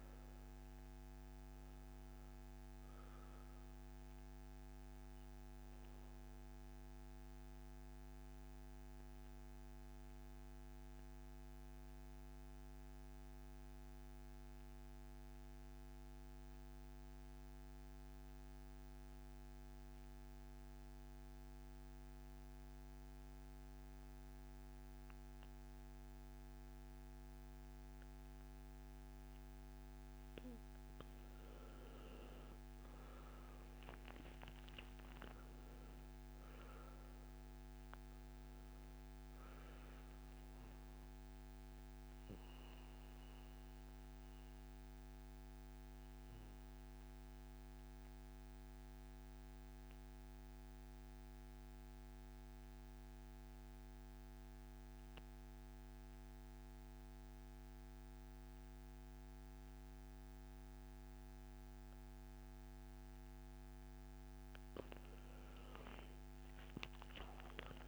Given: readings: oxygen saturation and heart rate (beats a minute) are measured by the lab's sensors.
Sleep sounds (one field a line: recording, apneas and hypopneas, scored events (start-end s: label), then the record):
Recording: breathing in sleep, hard to hear, by a microphone on the trachea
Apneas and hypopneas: 2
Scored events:
0.00-17.50 s: oxygen desaturation (device-marked, oxygen 80% lowest, heart rate 65 extreme)
6.00-30.00 s: mixed apnea (oxygen 98% before, 80% lowest, heart rate 72 before, 62 extreme, up 12 after)
30.50-53.50 s: oxygen desaturation (device-marked, oxygen 99% before, 81% lowest, heart rate 69 before, 62 extreme)
32.50-36.50 s: arousal
42.00-63.00 s: obstructive apnea (oxygen 100% before, 81% lowest, heart rate 73 before, 60 extreme, up 11 after)
59.50-67.88 s: oxygen desaturation (device-marked, oxygen 99% before, 82% lowest, heart rate 67 before, 60 extreme)
65.50-67.88 s: arousal
From the record:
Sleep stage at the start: N2 (light sleep)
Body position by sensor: on the back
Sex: male